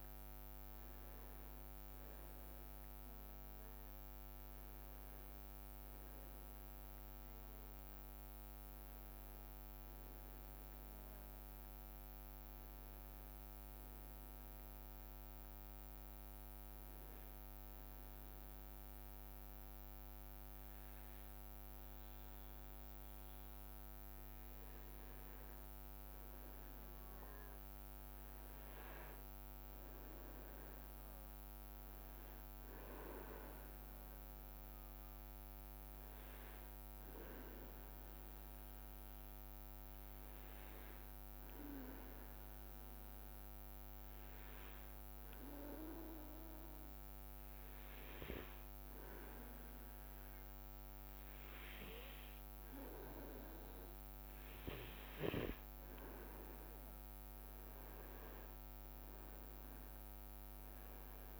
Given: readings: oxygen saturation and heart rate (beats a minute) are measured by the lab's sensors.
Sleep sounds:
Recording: breathing in sleep by a microphone on the trachea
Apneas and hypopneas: 2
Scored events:
13.50-24.00 s: obstructive apnea (oxygen 98% before, 94% lowest, heart rate 71 before, 61 extreme, up 4 after)
27.50-32.00 s: arousal
29.00-43.00 s: oxygen desaturation (device-marked, oxygen 99% before, 94% lowest, heart rate 63 before, 64 extreme)
38.00-55.00 s: hypopnea (oxygen 99% before, 94% lowest, heart rate 63 before, 64 extreme, up 7 after)
57.00-61.00 s: arousal
From the record:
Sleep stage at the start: N2 (light sleep)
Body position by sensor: on the back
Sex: male

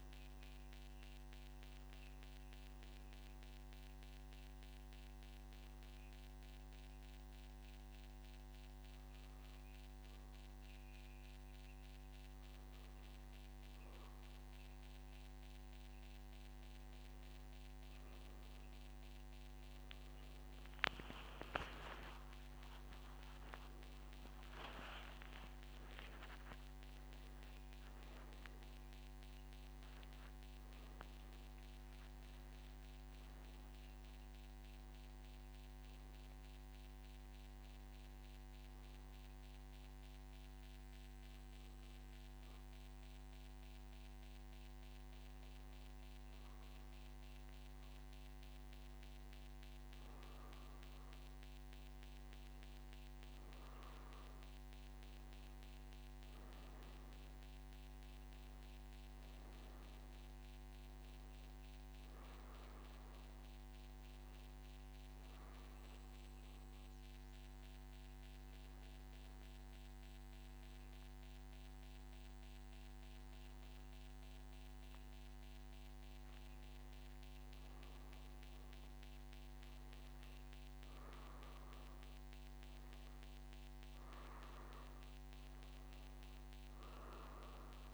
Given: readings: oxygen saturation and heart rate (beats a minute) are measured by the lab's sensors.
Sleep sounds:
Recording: breathing in sleep, hard to hear, by a microphone on the trachea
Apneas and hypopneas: 3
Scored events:
1.50-13.00 s: hypopnea (oxygen 95% before, 93% lowest, heart rate 65 before, 62 extreme, up 2 after)
36.00-49.50 s: hypopnea (oxygen 95% before, 93% lowest, heart rate 79 before, 62 extreme, up 0 after)
66.50-76.50 s: obstructive apnea (oxygen 95% before, 93% lowest, heart rate 62 before, 63 extreme, up 1 after)
76.50-87.94 s: new sleep stage, N3 (deep sleep)
From the record:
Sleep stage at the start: N2 (light sleep)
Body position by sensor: on the back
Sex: male

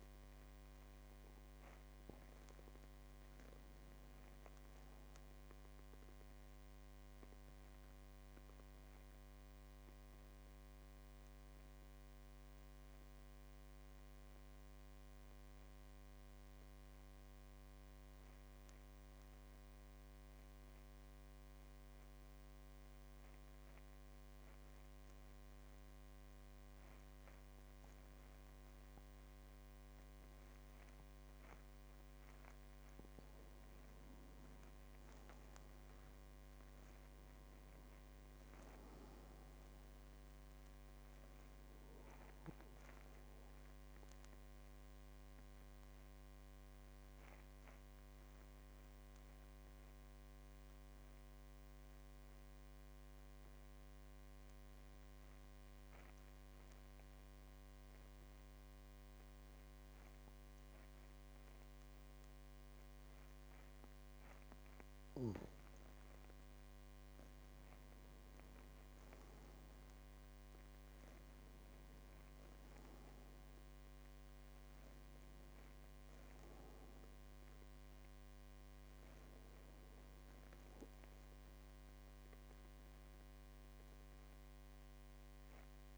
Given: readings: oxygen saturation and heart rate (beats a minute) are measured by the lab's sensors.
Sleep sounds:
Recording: breathing in sleep, hard to hear, by a microphone on the trachea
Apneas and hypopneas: 2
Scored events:
0.00-12.50 s: oxygen desaturation (device-marked, oxygen 93% lowest, heart rate 45 extreme)
6.00-32.50 s: mixed apnea (oxygen 97% before, 89% lowest, heart rate 52 before, 45 extreme, up 9 after)
27.50-58.50 s: oxygen desaturation (device-marked, oxygen 99% before, 89% lowest, heart rate 47 before, 46 extreme)
34.00-37.50 s: arousal
44.00-64.00 s: obstructive apnea (oxygen 99% before, 89% lowest, heart rate 53 before, 46 extreme, up 5 after)
66.00-70.00 s: arousal
72.50-85.98 s: oxygen desaturation (device-marked, oxygen 99% before, 94% lowest, heart rate 51 before, 46 extreme)
From the record:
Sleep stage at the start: N2 (light sleep)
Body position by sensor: on the back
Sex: male

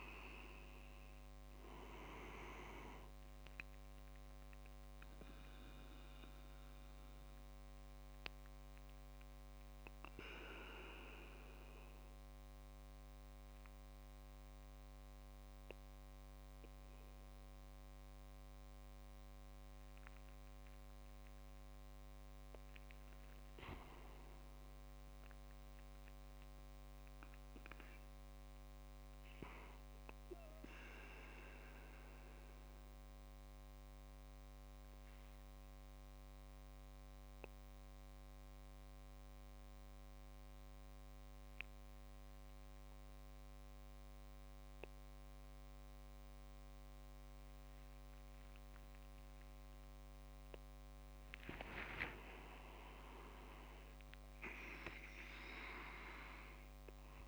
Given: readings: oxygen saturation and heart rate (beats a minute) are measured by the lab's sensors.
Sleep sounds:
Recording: breathing in sleep by a microphone on the trachea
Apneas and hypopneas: 2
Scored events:
0.00-5.50 s: oxygen desaturation (device-marked, oxygen 93% lowest)
5.50-21.50 s: obstructive apnea (oxygen 98% before, 94% lowest)
24.50-27.50 s: arousal
32.00-50.00 s: mixed apnea (oxygen 99% before, 95% lowest)
53.50-57.00 s: arousal
From the record:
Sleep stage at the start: N2 (light sleep)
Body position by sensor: on the back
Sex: male

